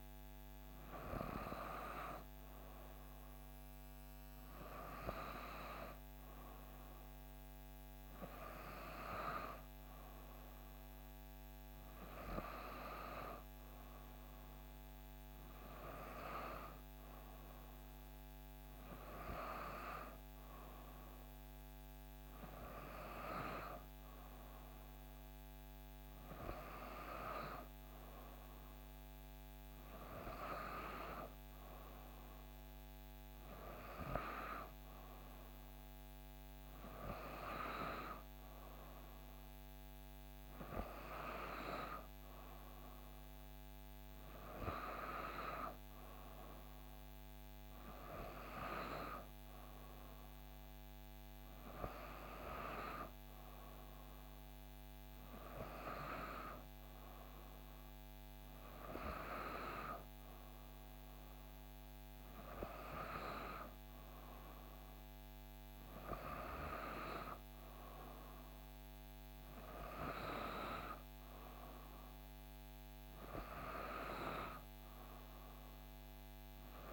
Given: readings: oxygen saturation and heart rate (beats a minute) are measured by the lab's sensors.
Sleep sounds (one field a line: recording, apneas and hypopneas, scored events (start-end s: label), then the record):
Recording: breathing in sleep by a microphone on the trachea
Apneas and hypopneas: none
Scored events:
none scored
From the record:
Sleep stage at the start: N3 (deep sleep)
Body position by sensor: on the back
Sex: female